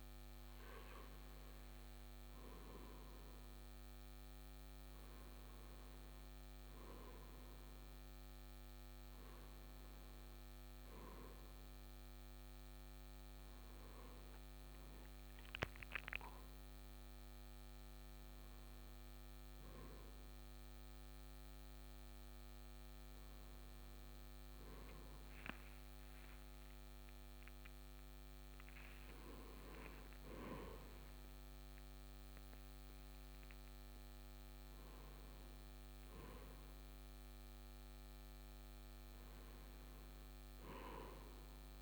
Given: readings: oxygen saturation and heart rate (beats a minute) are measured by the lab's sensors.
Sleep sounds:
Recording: breathing in sleep, hard to hear, by a microphone on the trachea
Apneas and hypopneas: none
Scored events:
24.50-29.50 s: arousal
From the record:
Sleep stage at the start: N1 (lightest sleep)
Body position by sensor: on the right side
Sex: male

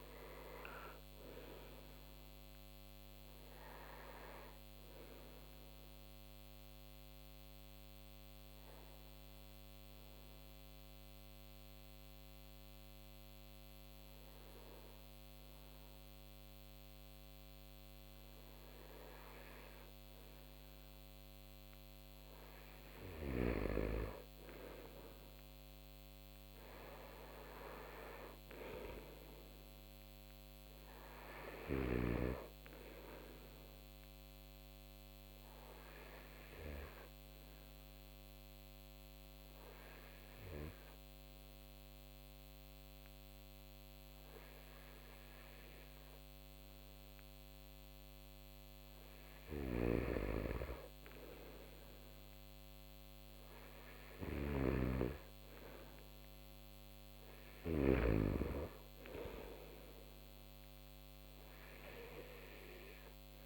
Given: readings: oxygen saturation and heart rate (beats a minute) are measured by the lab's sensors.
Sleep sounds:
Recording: breathing in sleep by a microphone on the trachea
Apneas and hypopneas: 2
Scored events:
0.00-16.00 s: oxygen desaturation (device-marked, oxygen 96% before, 89% lowest)
7.00-22.00 s: obstructive apnea (oxygen 96% before, 89% lowest)
25.00-28.50 s: arousal
29.00-48.00 s: oxygen desaturation (device-marked, oxygen 96% before, 90% lowest)
35.50-49.00 s: obstructive apnea (oxygen 96% before, 89% lowest)
49.00-57.50 s: snoring (device-marked)
51.50-55.50 s: arousal
58.00-63.46 s: oxygen desaturation (device-marked, oxygen 93% before, 89% lowest)
From the record:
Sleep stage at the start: N2 (light sleep)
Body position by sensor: on the right side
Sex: male

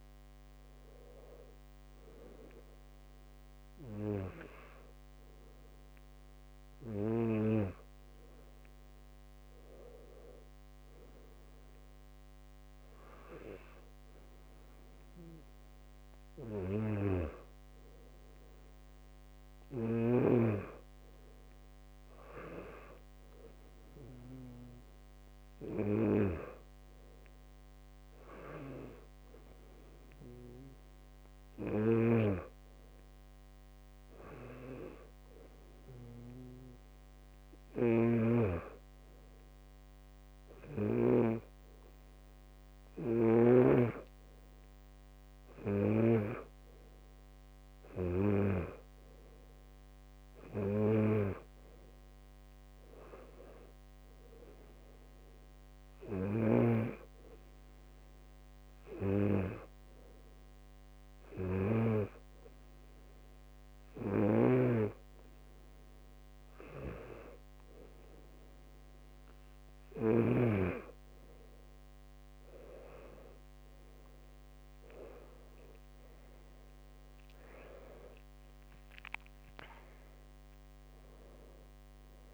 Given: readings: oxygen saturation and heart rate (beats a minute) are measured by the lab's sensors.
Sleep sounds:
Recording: breathing in sleep by a microphone on the trachea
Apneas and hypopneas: none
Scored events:
32.00-41.50 s: snoring (device-marked)
56.50-70.50 s: snoring (device-marked)
From the record:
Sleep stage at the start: N2 (light sleep)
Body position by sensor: on the back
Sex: male

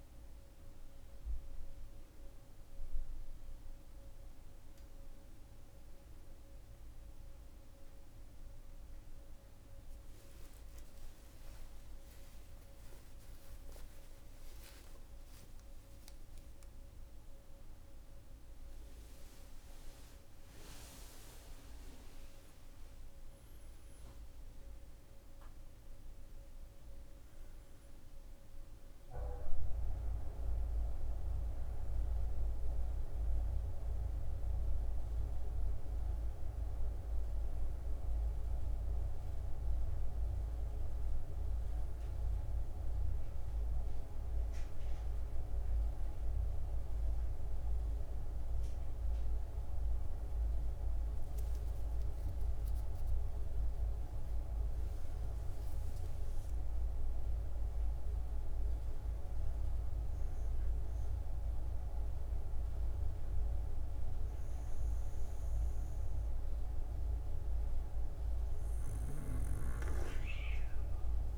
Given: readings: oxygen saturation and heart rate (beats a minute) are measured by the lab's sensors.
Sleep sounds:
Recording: breathing in sleep by a room microphone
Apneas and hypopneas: none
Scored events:
48.50-71.38 s: new sleep stage, N2 (light sleep)
From the record:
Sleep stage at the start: N1 (lightest sleep)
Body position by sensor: on the back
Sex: female

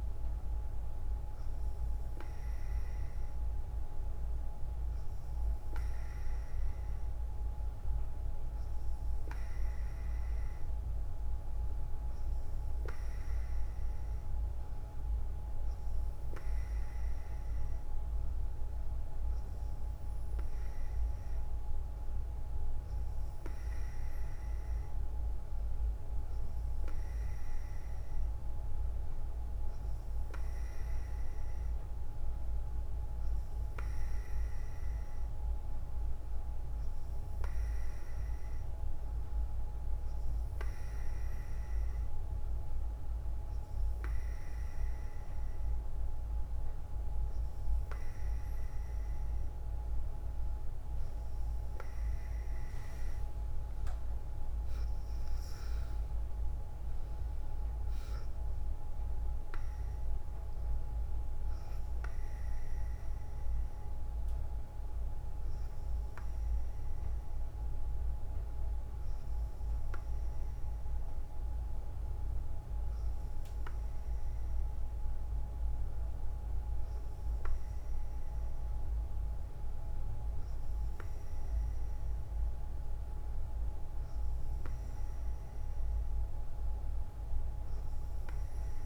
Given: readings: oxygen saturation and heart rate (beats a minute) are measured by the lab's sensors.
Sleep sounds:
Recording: breathing in sleep, hard to hear, by a room microphone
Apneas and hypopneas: none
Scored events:
43.00-88.86 s: new sleep stage, N3 (deep sleep)
From the record:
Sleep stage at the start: N2 (light sleep)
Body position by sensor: on the front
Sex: female

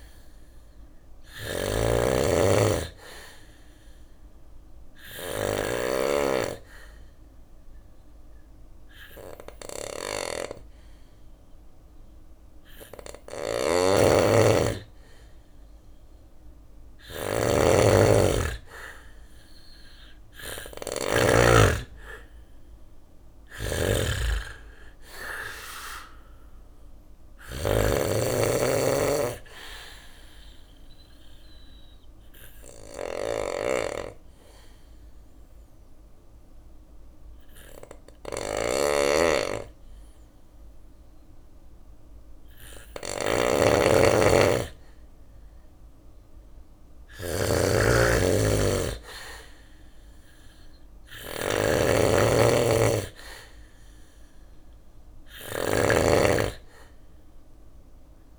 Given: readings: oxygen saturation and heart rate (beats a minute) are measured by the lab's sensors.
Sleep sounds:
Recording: breathing in sleep by a room microphone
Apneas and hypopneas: 2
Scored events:
0.00-4.50 s: snoring (device-marked)
1.50-18.50 s: oxygen desaturation (device-marked, oxygen 97% before, 94% lowest, heart rate 59 before, 58 extreme)
3.00-13.50 s: obstructive apnea (oxygen 98% before, 94% lowest, heart rate 59 before, 58 extreme, up 5 after)
4.50-10.50 s: bradycardia (device-marked, heart rate 61 before, 58 extreme)
12.00-58.39 s: snoring (device-marked)
19.00-23.50 s: arousal
28.50-36.50 s: bradycardia (device-marked, heart rate 61 before, 58 extreme)
29.50-42.00 s: obstructive apnea (oxygen 97% before, 93% lowest, heart rate 62 before, 58 extreme, up 4 after)
43.50-47.00 s: arousal
From the record:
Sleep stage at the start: N2 (light sleep)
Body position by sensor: on the back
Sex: male

